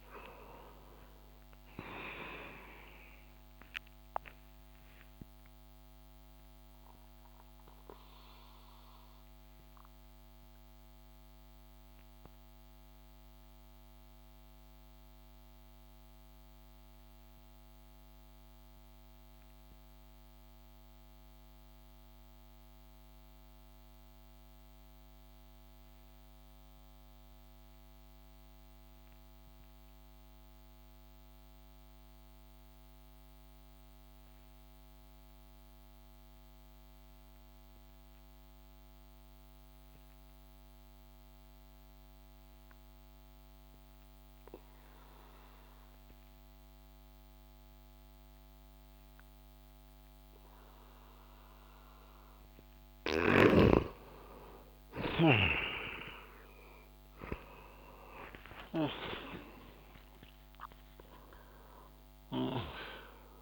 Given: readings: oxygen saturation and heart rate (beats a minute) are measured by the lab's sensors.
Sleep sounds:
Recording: breathing in sleep by a microphone on the trachea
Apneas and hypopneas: 1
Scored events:
0.00-1.50 s: arousal
0.00-27.00 s: oxygen desaturation (device-marked, oxygen 89% lowest)
6.00-54.00 s: obstructive apnea (oxygen 99% before, 86% lowest)
41.00-63.41 s: oxygen desaturation (device-marked, oxygen 98% before, 86% lowest)
56.50-62.00 s: arousal
From the record:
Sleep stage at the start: N2 (light sleep)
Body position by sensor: on the back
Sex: male

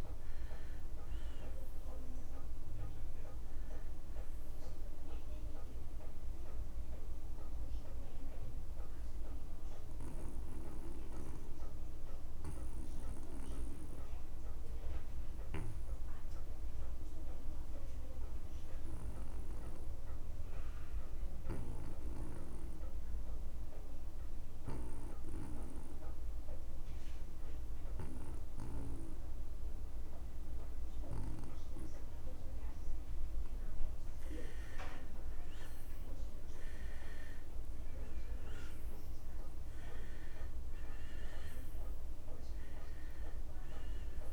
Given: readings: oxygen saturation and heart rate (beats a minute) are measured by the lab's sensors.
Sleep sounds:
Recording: breathing in sleep by a room microphone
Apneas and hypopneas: 1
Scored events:
0.00-25.00 s: oxygen desaturation (device-marked, oxygen 87% lowest)
5.50-34.50 s: mixed apnea (oxygen 98% before, 85% lowest)
36.00-44.33 s: oxygen desaturation (device-marked, oxygen 98% before, 85% lowest)
37.00-42.00 s: arousal
From the record:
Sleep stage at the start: N2 (light sleep)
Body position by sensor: on the back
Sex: male

